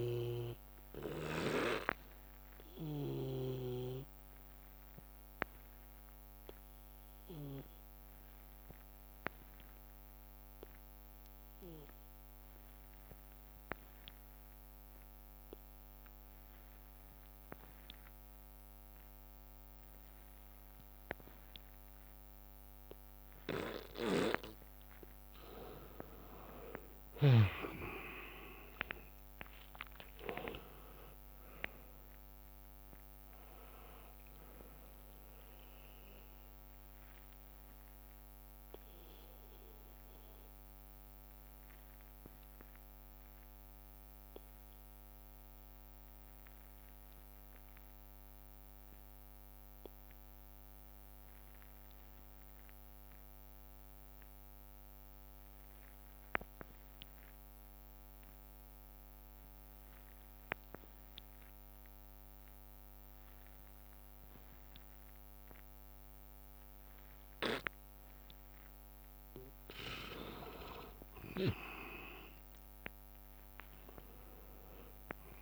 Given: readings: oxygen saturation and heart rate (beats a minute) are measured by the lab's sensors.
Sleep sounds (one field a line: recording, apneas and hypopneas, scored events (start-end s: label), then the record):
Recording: breathing in sleep by a microphone on the trachea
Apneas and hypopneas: 2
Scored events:
0.00-1.00 s: arousal
0.00-3.50 s: snoring (device-marked)
0.50-3.50 s: bradycardia (device-marked, heart rate 69 before, 59 extreme)
4.50-18.50 s: bradycardia (device-marked, heart rate 68 before, 56 extreme)
4.50-24.50 s: obstructive apnea (oxygen 99% before, 86% lowest, heart rate 59 before, 52 extreme, up 42 after)
6.50-15.50 s: oxygen desaturation (device-marked, oxygen 98% before, 93% lowest, heart rate 59 before, 56 extreme)
19.50-22.50 s: bradycardia (device-marked, heart rate 67 before, 59 extreme)
25.50-50.50 s: oxygen desaturation (device-marked, oxygen 96% before, 86% lowest, heart rate 58 before, 52 extreme)
27.50-31.50 s: arousal
28.50-39.50 s: drop in pulse transit time (device-marked, heart rate 59 before, 63 extreme)
30.00-32.00 s: long interval between heartbeats (device-marked, heart rate 59 before, 85 extreme)
35.50-67.50 s: obstructive apnea (oxygen 96% before, 86% lowest, heart rate 71 before, 52 extreme, up 21 after)
36.50-67.50 s: bradycardia (device-marked, heart rate 66 before, 52 extreme)
67.50-75.42 s: oxygen desaturation (device-marked, oxygen 99% before, 88% lowest, heart rate 57 before, 56 extreme)
72.50-75.42 s: drop in pulse transit time (device-marked, heart rate 58 before, 63 extreme)
73.00-75.42 s: arousal
From the record:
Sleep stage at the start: N2 (light sleep)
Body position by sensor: on the back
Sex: male